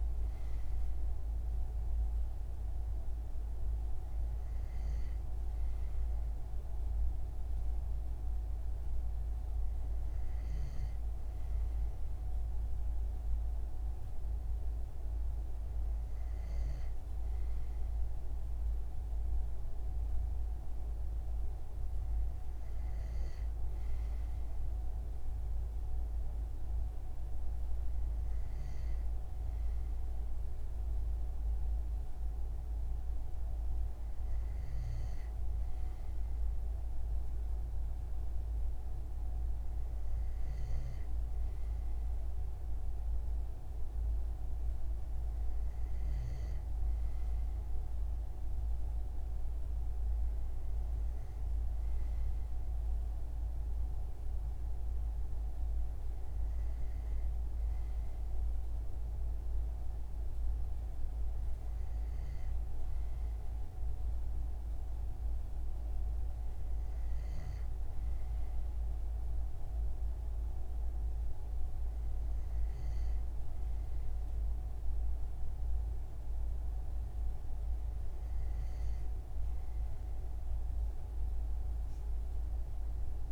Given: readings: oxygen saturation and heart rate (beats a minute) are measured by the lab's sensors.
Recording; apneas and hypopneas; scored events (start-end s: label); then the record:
breathing in sleep, hard to hear, by a room microphone; none
none scored
From the record:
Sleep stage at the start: N2 (light sleep); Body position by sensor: on the front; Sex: male